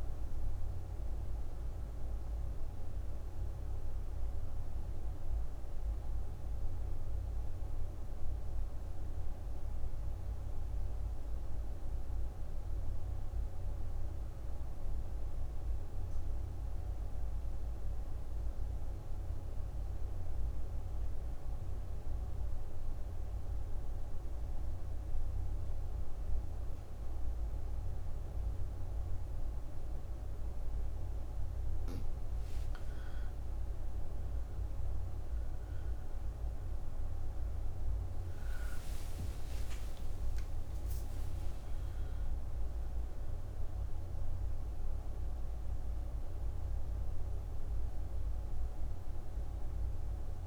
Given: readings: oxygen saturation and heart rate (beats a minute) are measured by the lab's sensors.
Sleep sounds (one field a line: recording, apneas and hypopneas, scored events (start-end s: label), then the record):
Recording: breathing in sleep, hard to hear, by a room microphone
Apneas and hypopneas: 1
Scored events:
0.00-22.00 s: oxygen desaturation (device-marked, oxygen 91% lowest)
11.00-31.50 s: obstructive apnea (oxygen 97% before, 89% lowest)
33.00-39.00 s: arousal
35.00-50.47 s: oxygen desaturation (device-marked, oxygen 98% before, 89% lowest)
From the record:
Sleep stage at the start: N2 (light sleep)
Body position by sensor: on the right side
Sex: female